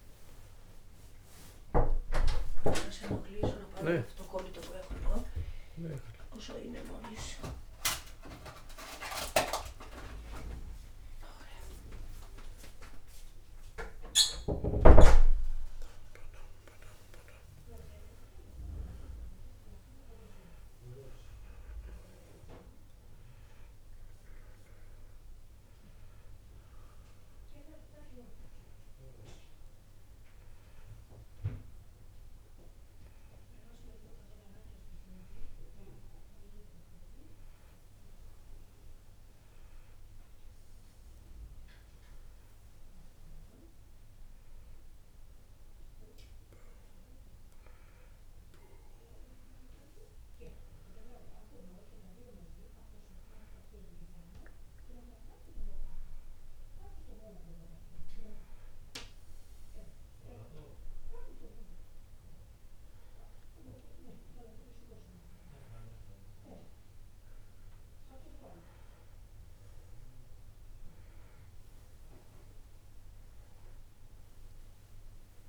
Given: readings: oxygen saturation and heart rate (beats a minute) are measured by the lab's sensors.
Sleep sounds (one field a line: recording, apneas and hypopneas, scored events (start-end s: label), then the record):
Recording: a person partly awake in a sleep study, by a room microphone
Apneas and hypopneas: none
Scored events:
23.00-75.49 s: new sleep stage, N1 (lightest sleep)
From the record:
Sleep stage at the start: awake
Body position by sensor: on the back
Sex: male